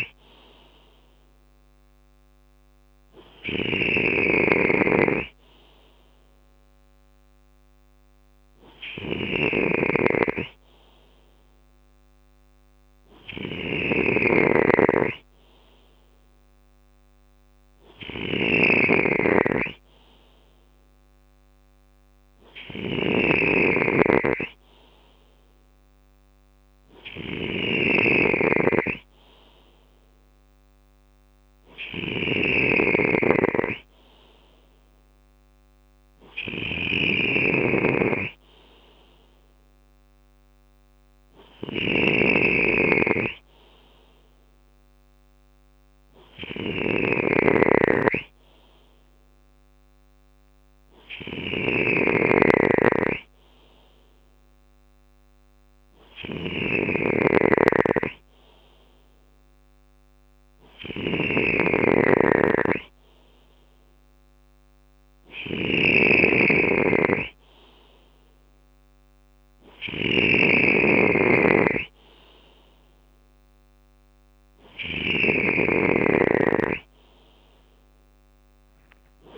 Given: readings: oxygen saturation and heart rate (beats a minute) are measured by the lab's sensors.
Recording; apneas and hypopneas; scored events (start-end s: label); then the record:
breathing in sleep by a microphone on the trachea; none
0.00-79.38 s: snoring (device-marked)
71.50-79.38 s: drop in pulse transit time (device-marked, heart rate 61 before, 58 extreme)
From the record:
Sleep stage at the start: N3 (deep sleep); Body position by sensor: on the left side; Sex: male